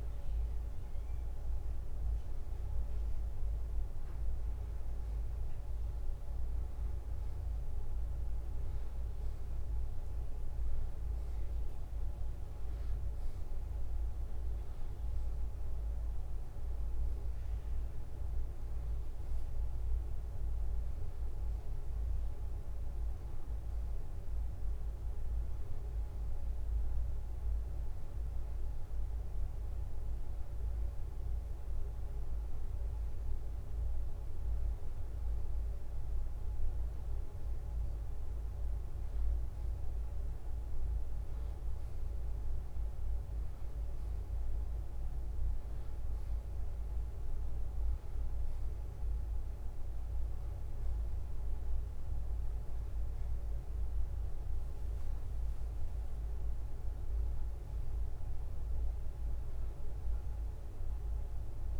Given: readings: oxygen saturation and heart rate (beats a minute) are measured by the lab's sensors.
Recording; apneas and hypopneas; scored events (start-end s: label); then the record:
breathing in sleep, hard to hear, by a room microphone; none
none scored
From the record:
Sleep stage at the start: N2 (light sleep); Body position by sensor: on the back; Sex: male